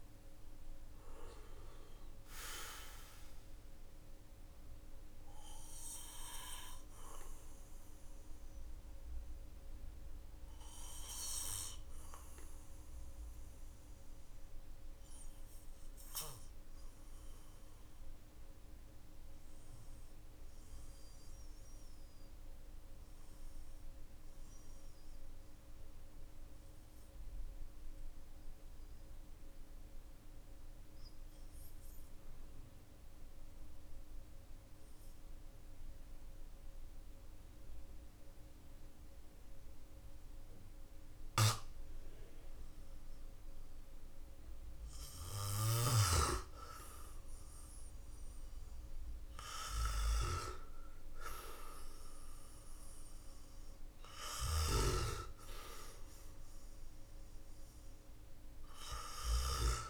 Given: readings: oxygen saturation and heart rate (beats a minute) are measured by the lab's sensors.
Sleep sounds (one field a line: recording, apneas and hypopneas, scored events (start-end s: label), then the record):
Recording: breathing in sleep by a room microphone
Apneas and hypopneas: 1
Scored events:
2.00-46.00 s: obstructive apnea (oxygen 100% before, 93% lowest, heart rate 53 before, 42 extreme, up 6 after)
48.50-52.50 s: arousal
From the record:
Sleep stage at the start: N2 (light sleep)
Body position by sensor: on the back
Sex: male